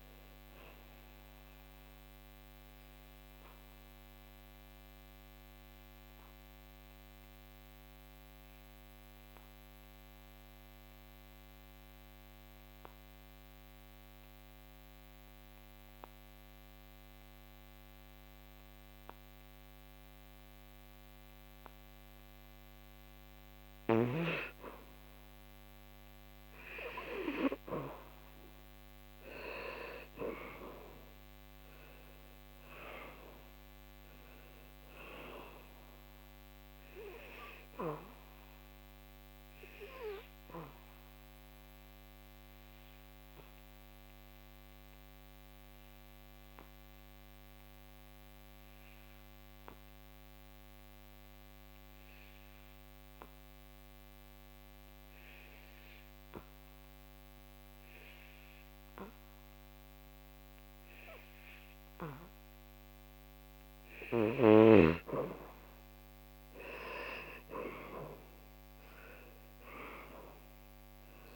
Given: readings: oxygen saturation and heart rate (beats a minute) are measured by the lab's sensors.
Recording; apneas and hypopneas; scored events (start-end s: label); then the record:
breathing in sleep by a microphone on the trachea; 2
0.00-18.50 s: oxygen desaturation (device-marked, oxygen 88% lowest, heart rate 68 extreme)
1.50-25.00 s: obstructive apnea (oxygen 98% before, 86% lowest, heart rate 74 before, 68 extreme, up 8 after)
27.00-31.50 s: arousal
29.50-49.50 s: oxygen desaturation (device-marked, oxygen 99% before, 86% lowest, heart rate 72 before, 66 extreme)
38.50-63.00 s: obstructive apnea (oxygen 99% before, 84% lowest, heart rate 73 before, 66 extreme, up 13 after)
63.50-71.36 s: oxygen desaturation (device-marked, oxygen 98% before, 86% lowest, heart rate 71 before, 68 extreme)
66.00-71.36 s: arousal
From the record:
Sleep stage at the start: N2 (light sleep); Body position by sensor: on the back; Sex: male